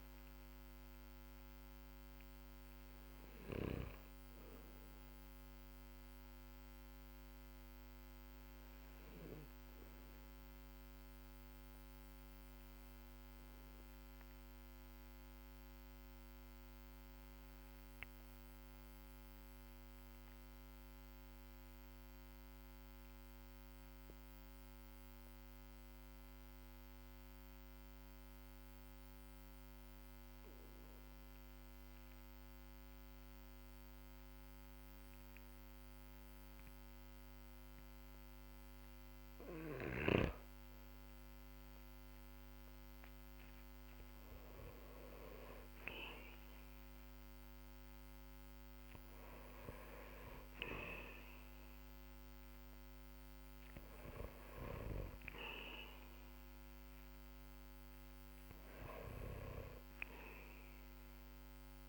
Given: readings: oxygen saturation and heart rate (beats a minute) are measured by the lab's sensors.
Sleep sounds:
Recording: breathing in sleep by a microphone on the trachea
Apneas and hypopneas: 1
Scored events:
0.00-22.00 s: oxygen desaturation (device-marked, oxygen 92% lowest, heart rate 40 extreme)
5.50-38.50 s: obstructive apnea (oxygen 97% before, 92% lowest, heart rate 48 before, 45 extreme, up 12 after)
41.50-45.00 s: arousal
50.00-61.88 s: oxygen desaturation (device-marked, oxygen 97% before, 93% lowest, heart rate 56 before, 43 extreme)
From the record:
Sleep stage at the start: N2 (light sleep)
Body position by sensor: on the back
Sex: male

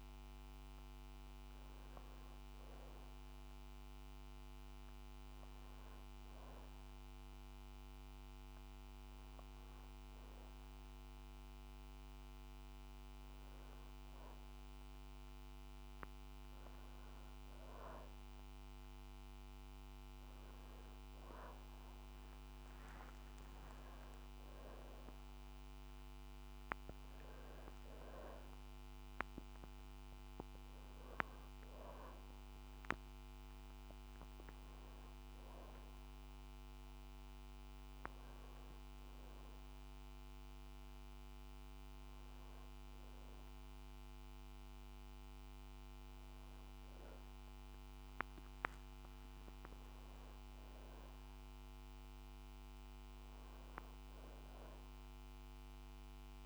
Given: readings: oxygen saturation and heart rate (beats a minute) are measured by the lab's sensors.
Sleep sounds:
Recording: breathing in sleep, hard to hear, by a microphone on the trachea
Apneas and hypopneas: none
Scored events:
24.00-29.00 s: arousal
From the record:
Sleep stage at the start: N2 (light sleep)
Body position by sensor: on the back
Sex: female

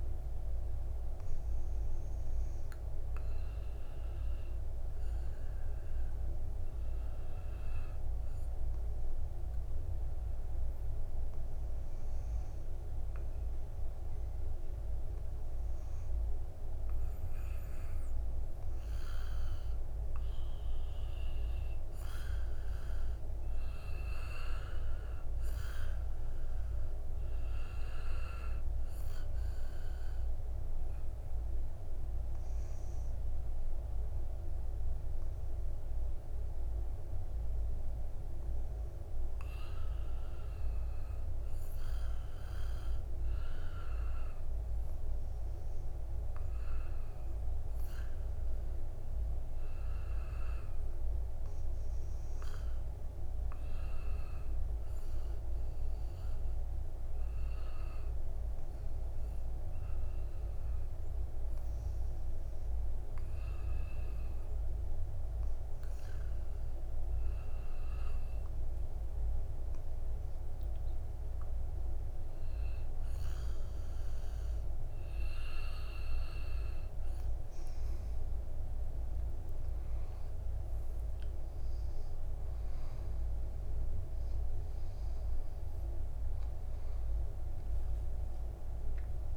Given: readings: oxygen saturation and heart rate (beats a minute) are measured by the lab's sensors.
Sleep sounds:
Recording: breathing in sleep, hard to hear, by a room microphone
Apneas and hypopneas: none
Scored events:
0.00-11.00 s: oxygen desaturation (device-marked, oxygen 92% lowest, heart rate 60 extreme)
23.00-29.00 s: oxygen desaturation (device-marked, oxygen 96% before, 93% lowest, heart rate 62 before, 61 extreme)
36.00-49.00 s: oxygen desaturation (device-marked, oxygen 95% before, 91% lowest, heart rate 63 before, 62 extreme)
87.50-89.37 s: arousal
From the record:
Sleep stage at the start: REM sleep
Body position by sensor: on the back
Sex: male

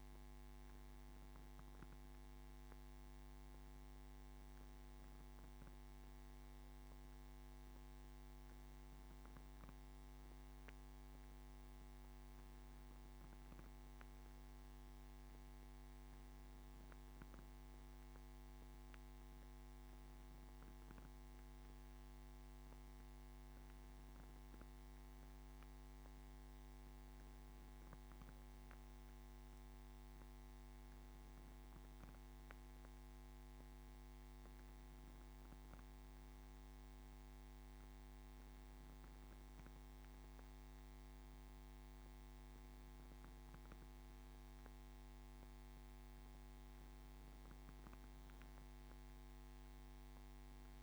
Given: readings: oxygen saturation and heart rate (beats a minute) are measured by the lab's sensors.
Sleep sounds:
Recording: breathing in sleep, hard to hear, by a microphone on the trachea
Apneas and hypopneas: none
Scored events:
none scored
From the record:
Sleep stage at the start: N1 (lightest sleep)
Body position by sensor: on the back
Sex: male

